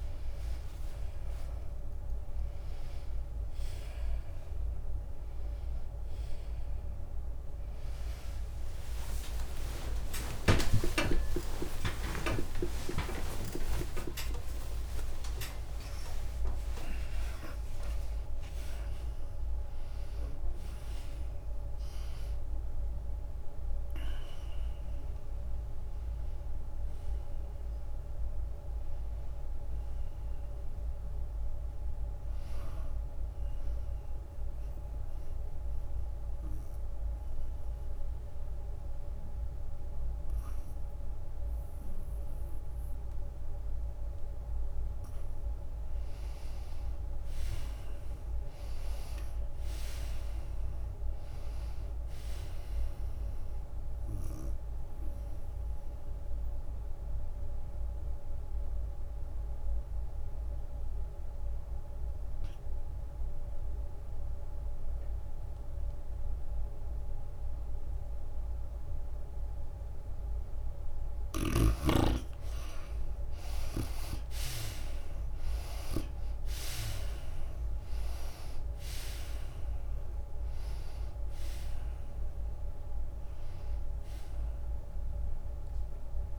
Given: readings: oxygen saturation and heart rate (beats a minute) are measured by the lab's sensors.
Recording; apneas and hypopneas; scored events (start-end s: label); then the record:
a person partly awake in a sleep study, by a room microphone; 2
0.00-9.50 s: oxygen desaturation (device-marked, oxygen 68% lowest, heart rate 69 extreme)
0.00-16.50 s: tachycardia (device-marked, heart rate 191 extreme)
10.00-12.00 s: long interval between heartbeats (device-marked, heart rate 114 before, 117 extreme)
13.00-15.00 s: long interval between heartbeats (device-marked, heart rate 118 before, 164 extreme)
15.00-17.00 s: long interval between heartbeats (device-marked, heart rate 124 before, 186 extreme)
17.00-19.00 s: long interval between heartbeats (device-marked, heart rate 132 before, 136 extreme)
22.50-29.50 s: tachycardia (device-marked, heart rate 100 before, 105 extreme)
29.50-86.39 s: new sleep stage, N2 (light sleep)
35.50-47.00 s: hypopnea (oxygen 98% before, 77% lowest, heart rate 109 before, 92 extreme, up 5 after)
44.50-67.50 s: oxygen desaturation (device-marked, oxygen 98% before, 84% lowest, heart rate 99 before, 91 extreme)
49.00-53.00 s: arousal
49.50-60.50 s: drop in pulse transit time (device-marked, heart rate 97 before, 96 extreme)
57.00-71.00 s: obstructive apnea (oxygen 98% before, 77% lowest, heart rate 96 before, 91 extreme, up 4 after)
72.50-86.39 s: oxygen desaturation (device-marked, oxygen 97% before, 77% lowest, heart rate 96 before, 93 extreme)
74.50-79.00 s: arousal
76.50-86.39 s: drop in pulse transit time (device-marked, heart rate 95 before, 93 extreme)
79.50-86.39 s: tachycardia (device-marked, heart rate 100 before, 103 extreme)
From the record:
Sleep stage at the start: awake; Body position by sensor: on the right side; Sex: female